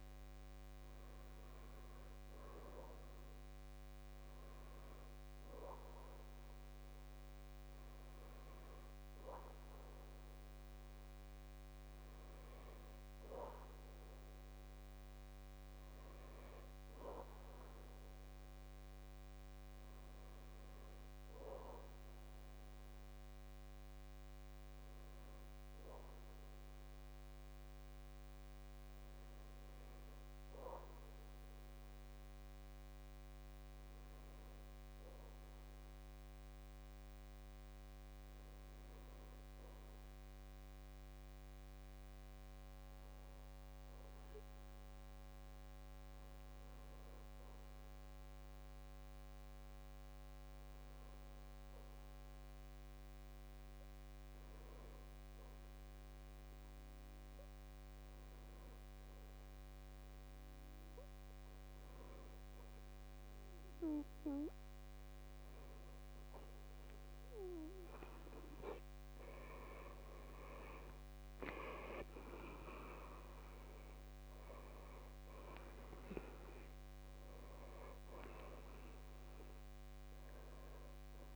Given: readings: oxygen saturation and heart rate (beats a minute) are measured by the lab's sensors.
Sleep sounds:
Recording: breathing in sleep by a microphone on the trachea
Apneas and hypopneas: 1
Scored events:
29.50-33.00 s: arousal
36.50-63.50 s: hypopnea (oxygen 94% before, 90% lowest, heart rate 61 before, 61 extreme, up 4 after)
52.50-81.35 s: oxygen desaturation (device-marked, oxygen 93% before, 90% lowest, heart rate 61 before, 62 extreme)
69.50-74.50 s: arousal
From the record:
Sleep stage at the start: N2 (light sleep)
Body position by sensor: on the right side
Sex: male

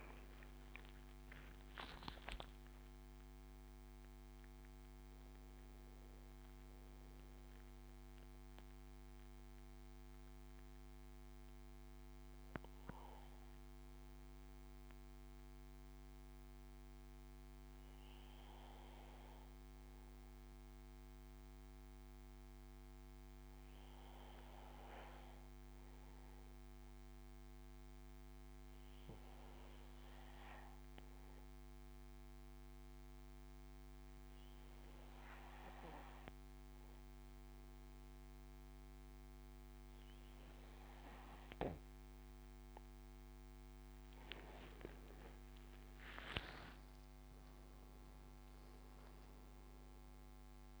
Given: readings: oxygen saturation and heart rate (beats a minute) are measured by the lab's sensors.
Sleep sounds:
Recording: breathing in sleep by a microphone on the trachea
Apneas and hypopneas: 1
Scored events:
0.00-5.50 s: oxygen desaturation (device-marked, oxygen 95% lowest, heart rate 57 extreme)
4.50-8.50 s: bradycardia (device-marked, heart rate 72 before, 57 extreme)
9.00-42.00 s: obstructive apnea (oxygen 99% before, 91% lowest, heart rate 75 before, 60 extreme, up 16 after)
45.50-50.00 s: arousal
From the record:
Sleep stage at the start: N2 (light sleep)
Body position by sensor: on the back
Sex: male

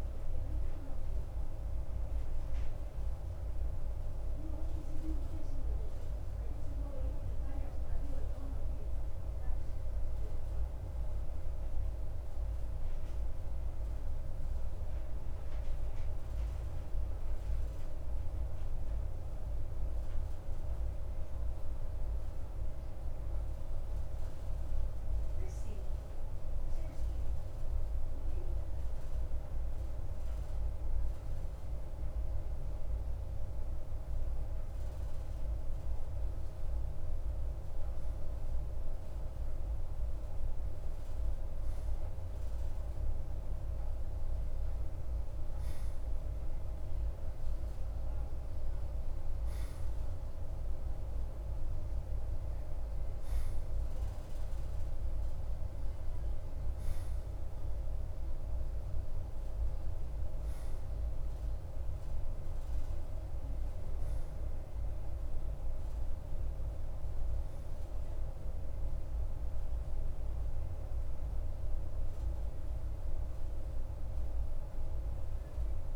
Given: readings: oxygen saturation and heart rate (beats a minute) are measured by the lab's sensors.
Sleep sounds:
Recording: breathing in sleep, hard to hear, by a room microphone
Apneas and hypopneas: 1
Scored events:
6.50-33.00 s: obstructive apnea (oxygen 94% before, 92% lowest, heart rate 55 before, 52 extreme, up 3 after)
37.50-42.50 s: arousal
From the record:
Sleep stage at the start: N2 (light sleep)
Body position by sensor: on the right side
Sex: male

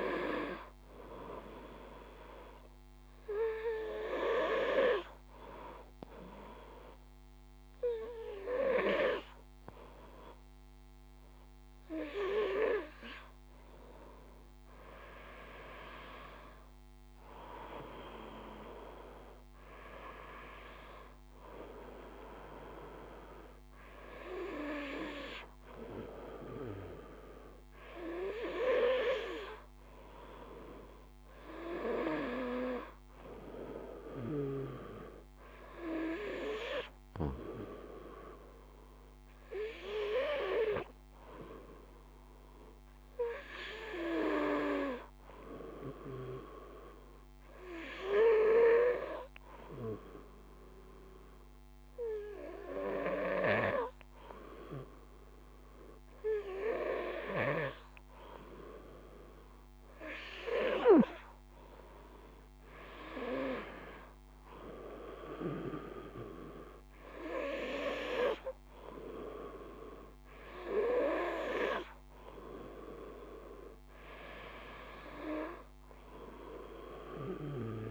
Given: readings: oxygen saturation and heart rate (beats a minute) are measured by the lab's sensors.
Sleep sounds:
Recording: breathing in sleep by a microphone on the trachea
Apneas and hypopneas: 2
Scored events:
1.50-13.50 s: obstructive apnea (oxygen 97% before, 96% lowest, heart rate 55 before, 53 extreme, up 5 after)
15.00-18.50 s: arousal
46.00-57.00 s: obstructive apnea (oxygen 97% before, 95% lowest, heart rate 55 before, 52 extreme, up 2 after)
62.50-67.00 s: arousal
From the record:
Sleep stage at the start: N2 (light sleep)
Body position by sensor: on the back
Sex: male

